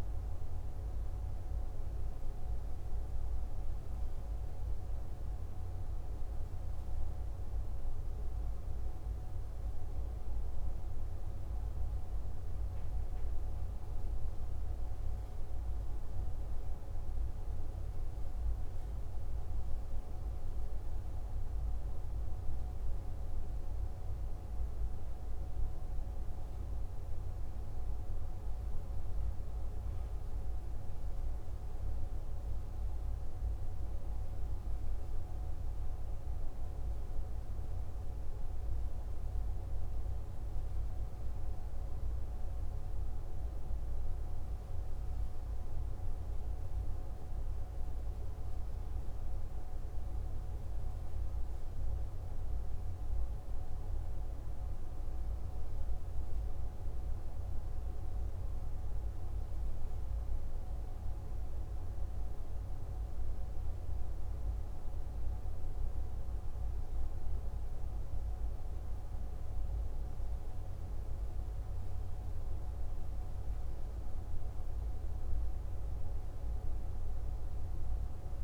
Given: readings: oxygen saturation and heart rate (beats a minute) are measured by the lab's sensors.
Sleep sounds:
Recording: breathing in sleep, hard to hear, by a room microphone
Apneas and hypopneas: none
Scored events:
none scored
From the record:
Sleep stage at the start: N2 (light sleep)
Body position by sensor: on the left side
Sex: male

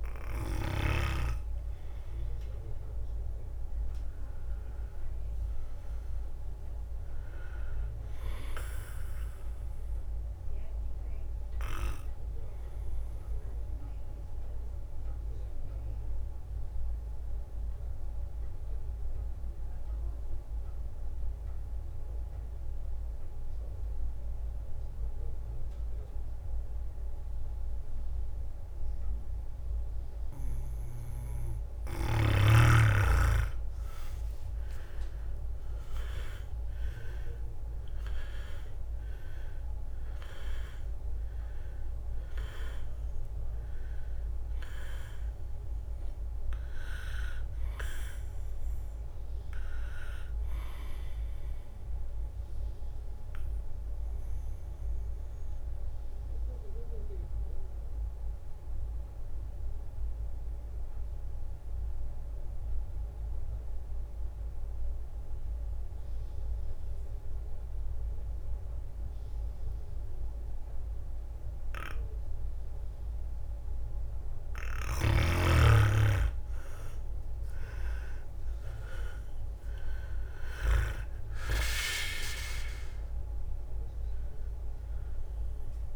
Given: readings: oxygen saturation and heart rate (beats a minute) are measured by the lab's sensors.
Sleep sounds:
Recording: breathing in sleep by a room microphone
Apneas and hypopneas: 2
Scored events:
0.50-17.50 s: drop in pulse transit time (device-marked, heart rate 63 before, 62 extreme)
6.00-7.50 s: leg movement (device-marked)
12.50-31.00 s: obstructive apnea (oxygen 100% before, 90% lowest, heart rate 66 before, 61 extreme, up 13 after)
33.50-37.00 s: arousal
34.50-49.50 s: drop in pulse transit time (device-marked, heart rate 64 before, 67 extreme)
36.50-60.50 s: oxygen desaturation (device-marked, oxygen 98% before, 90% lowest, heart rate 64 before, 64 extreme)
53.50-75.00 s: obstructive apnea (oxygen 98% before, 90% lowest, heart rate 70 before, 59 extreme, up 9 after)
75.50-85.96 s: drop in pulse transit time (device-marked, heart rate 65 before, 62 extreme)
76.50-85.96 s: oxygen desaturation (device-marked, oxygen 99% before, 92% lowest, heart rate 66 before, 59 extreme)
77.00-81.00 s: arousal
From the record:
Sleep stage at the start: N2 (light sleep)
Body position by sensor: on the back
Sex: male

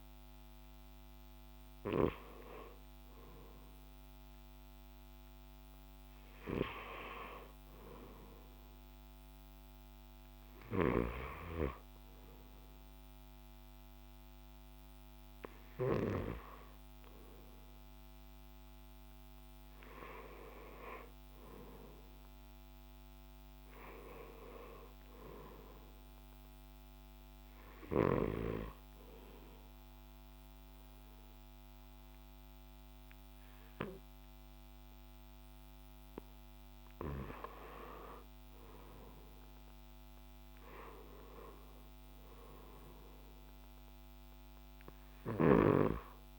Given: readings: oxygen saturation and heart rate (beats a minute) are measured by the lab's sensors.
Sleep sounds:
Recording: breathing in sleep by a microphone on the trachea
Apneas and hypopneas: 1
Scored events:
15.50-26.50 s: oxygen desaturation (device-marked, oxygen 96% before, 90% lowest)
26.00-37.00 s: obstructive apnea (oxygen 96% before, 88% lowest)
31.50-45.50 s: oxygen desaturation (device-marked, oxygen 92% before, 89% lowest)
39.00-42.50 s: arousal
From the record:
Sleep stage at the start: N2 (light sleep)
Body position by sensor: on the left side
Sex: male

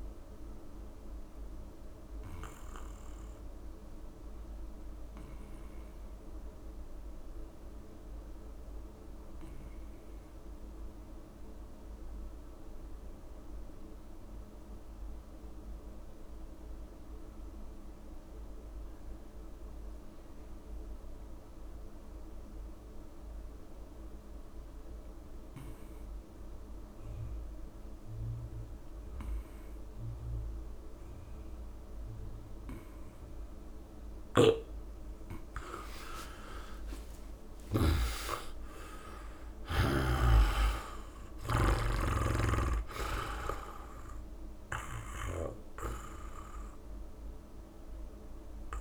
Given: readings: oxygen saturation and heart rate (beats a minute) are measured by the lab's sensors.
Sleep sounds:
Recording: breathing in sleep by a room microphone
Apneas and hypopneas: 1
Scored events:
0.00-17.00 s: oxygen desaturation (device-marked, oxygen 83% lowest, heart rate 39 extreme)
2.00-33.00 s: mixed apnea (oxygen 99% before, 81% lowest, heart rate 59 before, 26 extreme, up 15 after)
29.00-41.00 s: oxygen desaturation (device-marked, oxygen 99% before, 90% lowest, heart rate 68 before, 26 extreme)
34.00-45.50 s: snoring (device-marked)
35.50-37.50 s: long interval between heartbeats (device-marked, heart rate 68 before, 79 extreme)
35.50-40.00 s: arousal
37.50-39.50 s: long interval between heartbeats (device-marked, heart rate 68 before, 76 extreme)
45.00-47.00 s: long interval between heartbeats (device-marked, heart rate 64 before, 32 extreme)
47.00-48.81 s: oxygen desaturation (device-marked, oxygen 92% before, 81% lowest, heart rate 61 before, 63 extreme)
From the record:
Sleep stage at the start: N2 (light sleep)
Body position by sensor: on the back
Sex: male

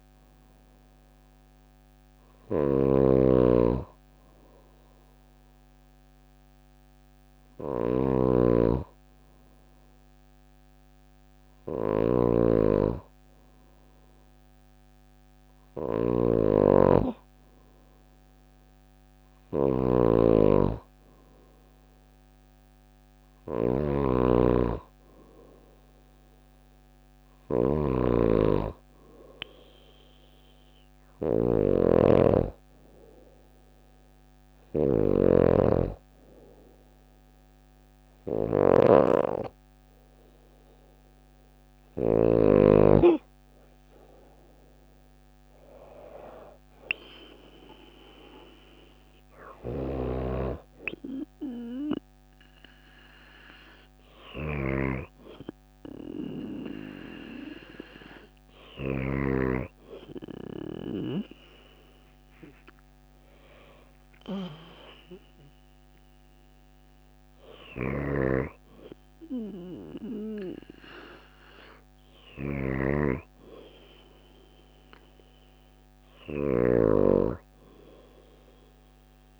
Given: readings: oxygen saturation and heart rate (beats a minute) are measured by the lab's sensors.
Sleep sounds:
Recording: breathing in sleep by a microphone on the trachea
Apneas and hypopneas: 1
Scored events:
0.00-41.50 s: snoring (device-marked)
30.50-40.50 s: hypopnea (oxygen 96% before, 94% lowest, heart rate 54 before, 52 extreme, up 3 after)
42.50-46.00 s: arousal
48.50-58.00 s: snoring (device-marked)
66.50-79.40 s: snoring (device-marked)
From the record:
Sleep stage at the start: N2 (light sleep)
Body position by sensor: on the back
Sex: female

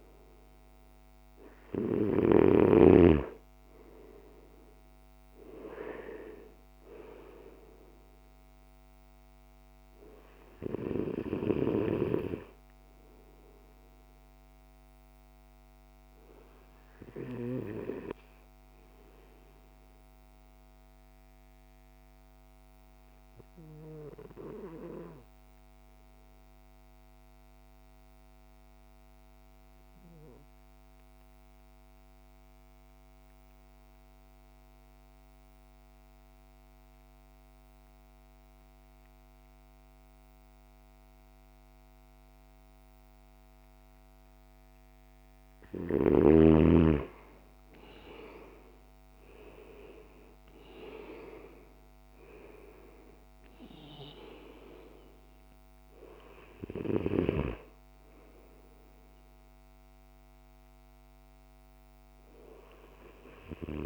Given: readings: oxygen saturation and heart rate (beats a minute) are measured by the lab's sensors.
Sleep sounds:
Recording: breathing in sleep by a microphone on the trachea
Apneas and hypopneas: 1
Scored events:
19.00-45.00 s: obstructive apnea (oxygen 98% before, 92% lowest, heart rate 58 before, 54 extreme, up 15 after)
48.00-53.00 s: arousal
From the record:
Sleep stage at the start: N2 (light sleep)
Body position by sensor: on the back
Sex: male

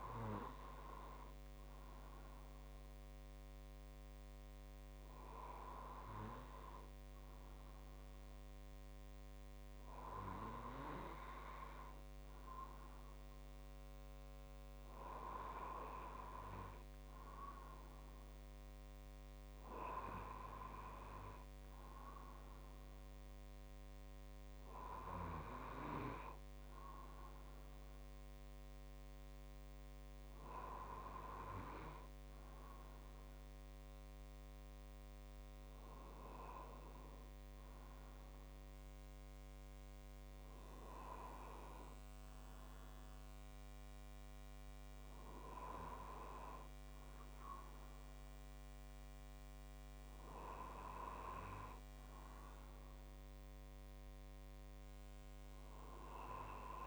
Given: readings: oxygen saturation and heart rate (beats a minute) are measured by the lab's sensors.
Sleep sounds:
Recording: breathing in sleep by a microphone on the trachea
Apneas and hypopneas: none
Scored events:
none scored
From the record:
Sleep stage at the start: N2 (light sleep)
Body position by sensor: on the right side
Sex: male

